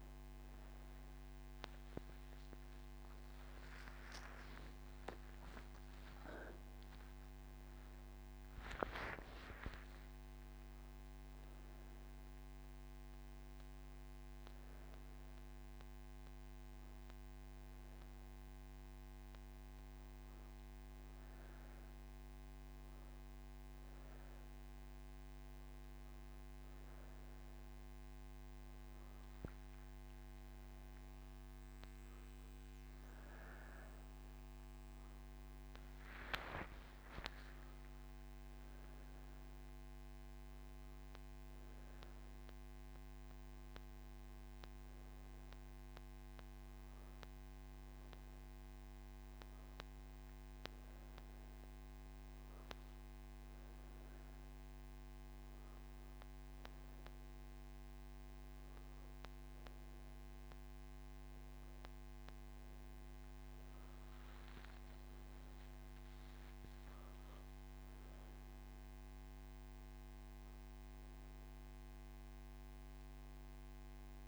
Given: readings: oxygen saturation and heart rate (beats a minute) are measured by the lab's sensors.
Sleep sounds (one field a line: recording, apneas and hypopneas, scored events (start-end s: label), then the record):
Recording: breathing in sleep, hard to hear, by a microphone on the trachea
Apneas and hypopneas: none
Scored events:
none scored
From the record:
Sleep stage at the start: N1 (lightest sleep)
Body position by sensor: on the right side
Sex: female